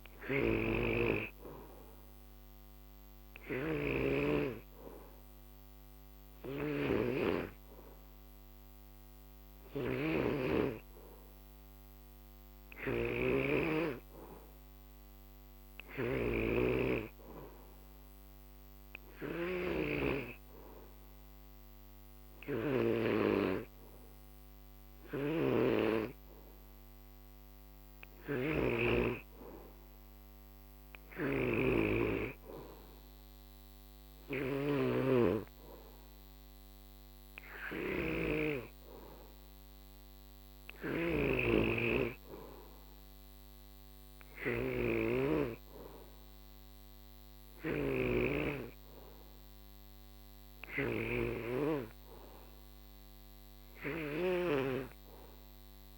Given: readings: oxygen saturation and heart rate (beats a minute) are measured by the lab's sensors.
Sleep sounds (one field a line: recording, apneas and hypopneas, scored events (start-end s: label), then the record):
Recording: breathing in sleep by a microphone on the trachea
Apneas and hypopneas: none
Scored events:
0.00-1.00 s: oxygen desaturation (device-marked, oxygen 89% lowest, heart rate 57 extreme)
0.00-23.00 s: snoring (device-marked)
25.00-55.97 s: snoring (device-marked)
From the record:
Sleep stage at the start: N2 (light sleep)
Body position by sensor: on the back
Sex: male